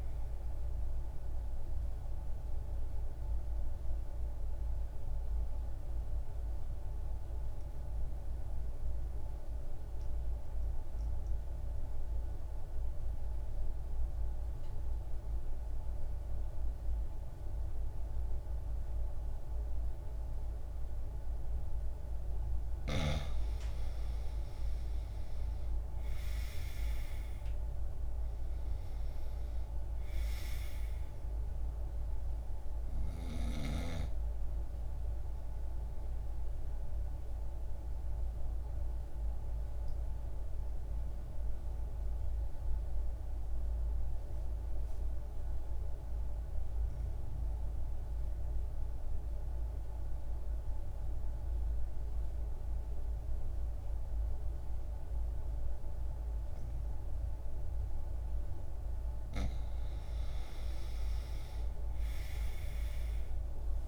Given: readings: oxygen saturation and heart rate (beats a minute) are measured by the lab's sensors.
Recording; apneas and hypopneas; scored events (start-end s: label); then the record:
breathing in sleep, hard to hear, by a room microphone; 2
0.00-12.50 s: oxygen desaturation (device-marked, oxygen 86% lowest, heart rate 59 extreme)
1.00-21.50 s: obstructive apnea (oxygen 97% before, 84% lowest, heart rate 70 before, 59 extreme)
24.00-29.50 s: arousal
24.50-48.50 s: oxygen desaturation (device-marked, oxygen 99% before, 84% lowest, heart rate 64 before, 59 extreme)
35.50-58.50 s: obstructive apnea (oxygen 99% before, 83% lowest, heart rate 63 before, 60 extreme, up 0 after)
59.50-63.87 s: oxygen desaturation (device-marked, oxygen 98% before, 83% lowest, heart rate 62 before, 60 extreme)
60.50-63.87 s: arousal
From the record:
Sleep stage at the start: N2 (light sleep); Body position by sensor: on the right side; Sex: male